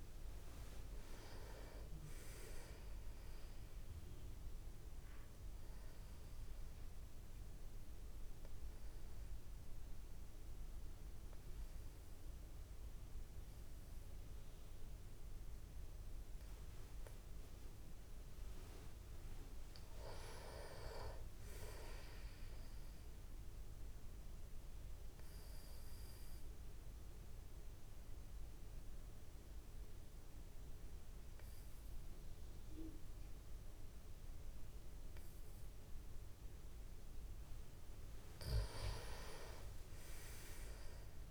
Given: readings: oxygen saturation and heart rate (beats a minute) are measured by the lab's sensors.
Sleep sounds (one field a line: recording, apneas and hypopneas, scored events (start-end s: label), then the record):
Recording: breathing in sleep by a room microphone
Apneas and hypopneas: 2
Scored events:
0.00-19.50 s: oxygen desaturation (device-marked, oxygen 91% lowest, heart rate 50 extreme)
4.50-18.00 s: obstructive apnea (oxygen 97% before, 91% lowest, heart rate 64 before, 50 extreme, up 28 after)
21.00-24.00 s: arousal
25.50-36.50 s: obstructive apnea (oxygen 98% before, 93% lowest, heart rate 60 before, 50 extreme, up 10 after)
From the record:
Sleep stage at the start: N2 (light sleep)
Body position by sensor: on the back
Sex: male